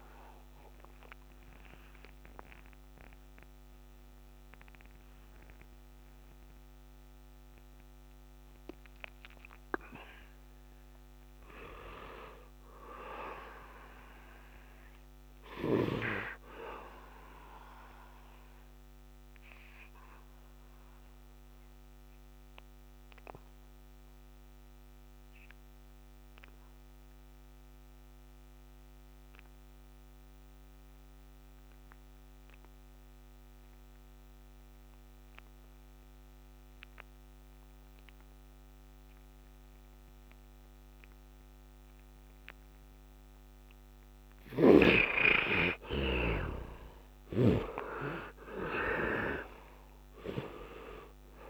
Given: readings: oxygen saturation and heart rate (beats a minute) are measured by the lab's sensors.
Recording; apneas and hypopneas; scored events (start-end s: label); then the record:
breathing in sleep by a microphone on the trachea; 1
0.00-4.00 s: oxygen desaturation (device-marked, oxygen 71% lowest, heart rate 73 extreme)
5.00-9.50 s: arousal
19.00-27.00 s: oxygen desaturation (device-marked, oxygen 100% before, 94% lowest, heart rate 95 before, 73 extreme)
19.50-44.00 s: obstructive apnea (oxygen 100% before, 76% lowest, heart rate 95 before, 73 extreme, up 6 after)
35.00-51.50 s: oxygen desaturation (device-marked, oxygen 97% before, 77% lowest, heart rate 76 before, 72 extreme)
45.00-51.50 s: arousal
From the record:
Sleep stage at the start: N2 (light sleep); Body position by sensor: on the back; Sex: male